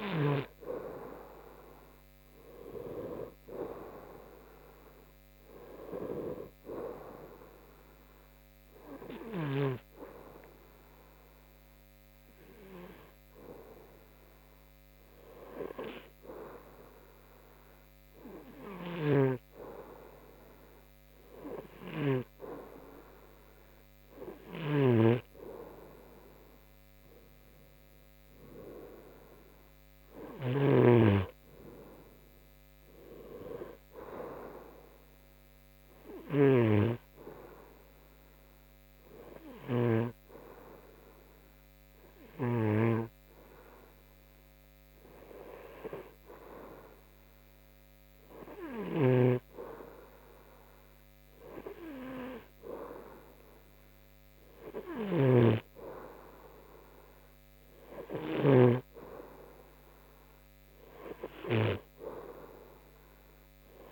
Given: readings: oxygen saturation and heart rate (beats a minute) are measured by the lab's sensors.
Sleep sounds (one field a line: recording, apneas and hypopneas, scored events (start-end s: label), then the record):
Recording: breathing in sleep by a microphone on the trachea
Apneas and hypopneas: 2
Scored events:
0.00-1.00 s: arousal
7.50-22.00 s: hypopnea (oxygen 93% before, 90% lowest, heart rate 75 before, 73 extreme, up 3 after)
25.00-28.50 s: arousal
36.50-49.00 s: hypopnea (oxygen 94% before, 91% lowest, heart rate 76 before, 75 extreme, up 1 after)
48.50-55.00 s: snoring (device-marked)
50.00-55.00 s: arousal
From the record:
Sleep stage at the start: N2 (light sleep)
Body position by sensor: on the front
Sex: male